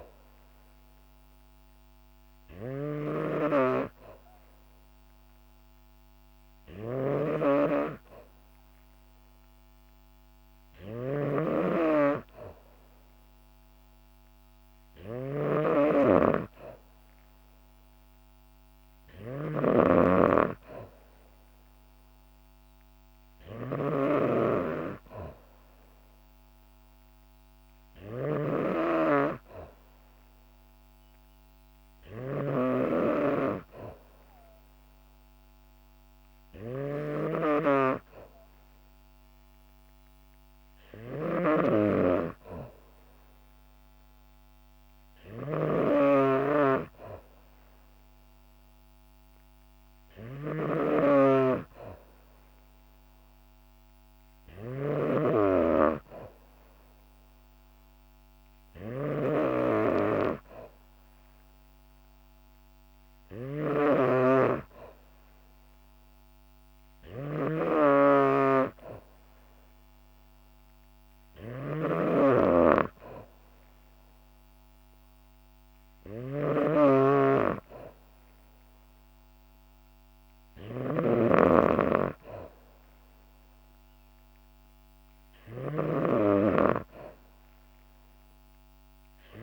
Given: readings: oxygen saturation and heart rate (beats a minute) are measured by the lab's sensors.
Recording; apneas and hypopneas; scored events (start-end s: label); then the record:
breathing in sleep by a microphone on the trachea; none
0.00-89.43 s: snoring (device-marked)
From the record:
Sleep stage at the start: N2 (light sleep); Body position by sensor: on the back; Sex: female